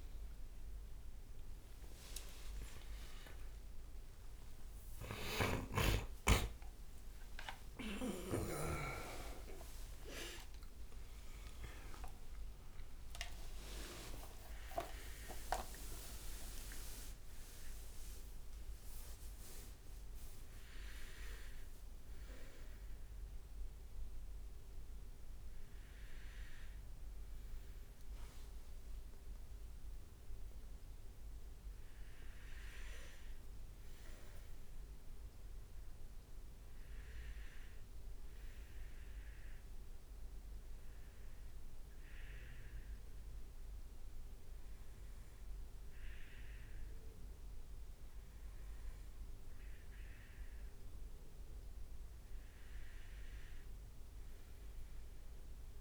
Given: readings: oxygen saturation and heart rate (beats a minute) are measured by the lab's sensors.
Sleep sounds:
a person partly awake in a sleep study, by a room microphone; none
5.50-12.50 s: leg movement (device-marked)
13.50-22.00 s: leg movement (device-marked)
21.00-55.81 s: new sleep stage, N2 (light sleep)
From the record:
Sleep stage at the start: awake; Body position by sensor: on the right side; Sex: male

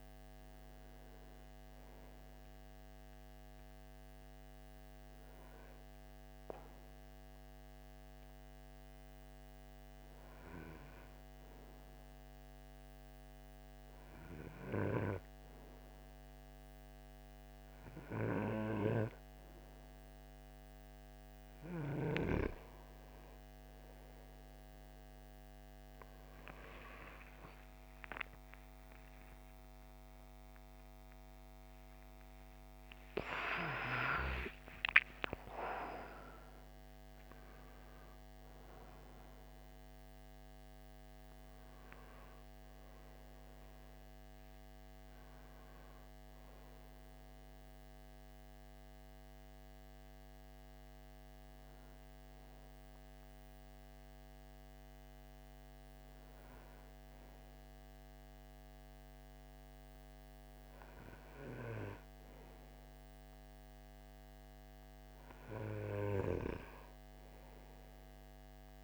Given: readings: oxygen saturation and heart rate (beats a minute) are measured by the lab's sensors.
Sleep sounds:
a person partly awake in a sleep study, by a microphone on the trachea; 1
3.50-18.50 s: hypopnea (oxygen 96% before, 90% lowest, heart rate 60 before, 52 extreme, up 15 after)
13.50-43.50 s: new sleep stage, awake
27.50-50.50 s: oxygen desaturation (device-marked, oxygen 95% before, 90% lowest, heart rate 56 before, 52 extreme)
43.50-68.84 s: new sleep stage, N2 (light sleep)
From the record:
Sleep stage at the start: N1 (lightest sleep); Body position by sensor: on the right side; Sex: male

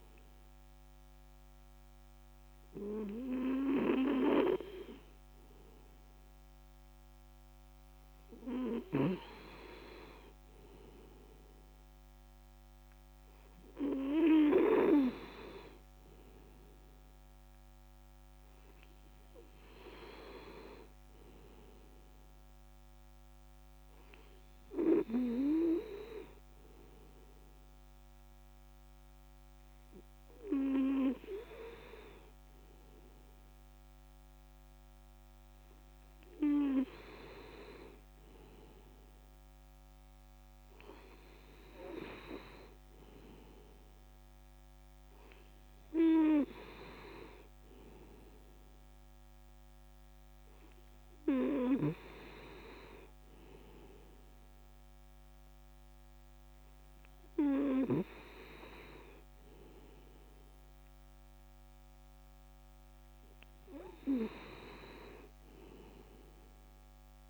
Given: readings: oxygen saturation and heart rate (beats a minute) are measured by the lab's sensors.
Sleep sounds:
breathing in sleep by a microphone on the trachea; none
none scored
From the record:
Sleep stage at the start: N2 (light sleep); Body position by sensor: on the back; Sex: male

